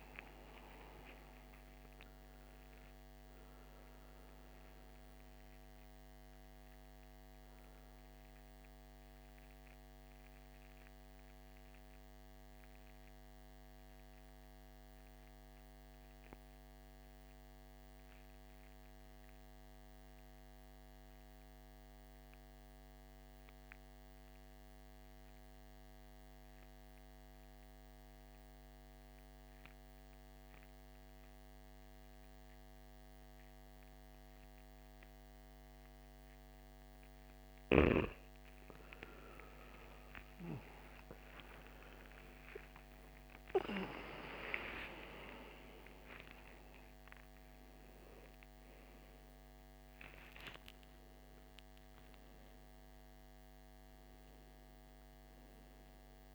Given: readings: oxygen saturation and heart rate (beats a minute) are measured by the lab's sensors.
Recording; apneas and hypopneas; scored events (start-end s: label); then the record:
breathing in sleep by a microphone on the trachea; 1
0.00-1.00 s: arousal
0.00-22.50 s: oxygen desaturation (device-marked, oxygen 82% lowest, heart rate 55 extreme)
9.00-37.00 s: mixed apnea (oxygen 98% before, 82% lowest, heart rate 66 before, 55 extreme, up 14 after)
36.50-56.35 s: oxygen desaturation (device-marked, oxygen 98% before, 82% lowest, heart rate 59 before, 53 extreme)
43.50-50.50 s: arousal
From the record:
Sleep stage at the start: N2 (light sleep); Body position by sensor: on the back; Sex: male